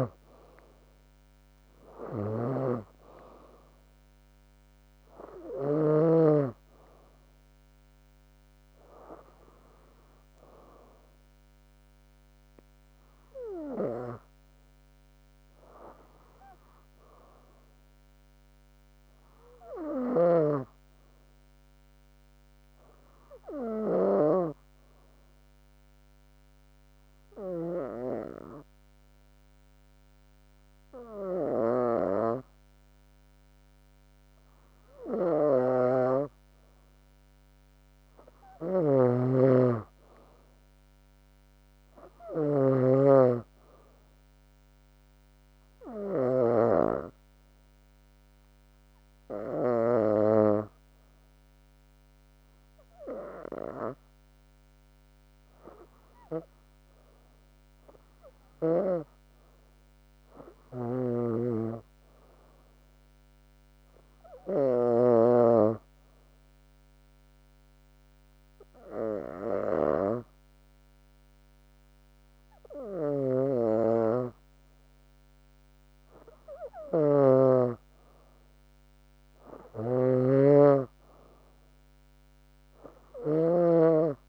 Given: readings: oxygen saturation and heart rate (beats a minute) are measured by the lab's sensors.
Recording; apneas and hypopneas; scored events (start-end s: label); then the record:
breathing in sleep by a microphone on the trachea; 2
0.00-1.00 s: arousal
0.00-12.00 s: oxygen desaturation (device-marked, oxygen 93% lowest, heart rate 64 extreme)
26.00-37.00 s: obstructive apnea (oxygen 96% before, 94% lowest, heart rate 66 before, 65 extreme, up 8 after)
38.50-42.00 s: arousal
39.00-43.00 s: snoring (device-marked)
61.00-65.50 s: snoring (device-marked)
65.50-77.00 s: hypopnea (oxygen 98% before, 93% lowest, heart rate 69 before, 67 extreme, up 6 after)
77.00-80.50 s: snoring (device-marked)
79.50-83.50 s: arousal
From the record:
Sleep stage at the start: N2 (light sleep); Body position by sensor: on the back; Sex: female